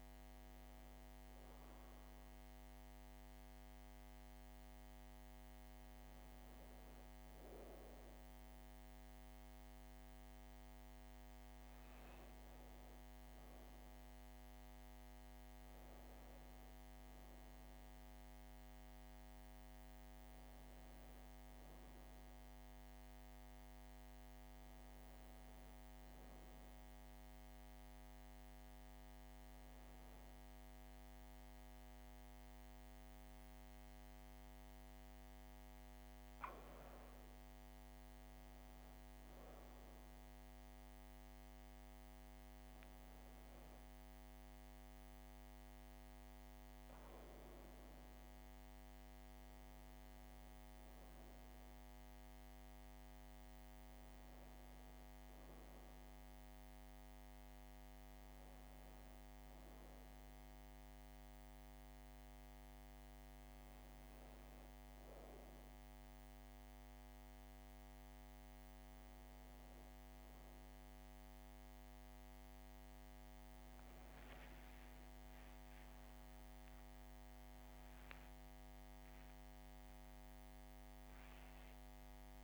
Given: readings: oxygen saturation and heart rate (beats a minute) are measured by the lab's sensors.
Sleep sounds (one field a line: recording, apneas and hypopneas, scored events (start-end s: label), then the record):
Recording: a person partly awake in a sleep study, hard to hear, by a microphone on the trachea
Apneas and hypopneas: none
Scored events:
60.00-82.44 s: new sleep stage, awake
From the record:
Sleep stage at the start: N1 (lightest sleep)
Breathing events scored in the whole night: 179 in 5.8 hours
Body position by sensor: on the back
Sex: female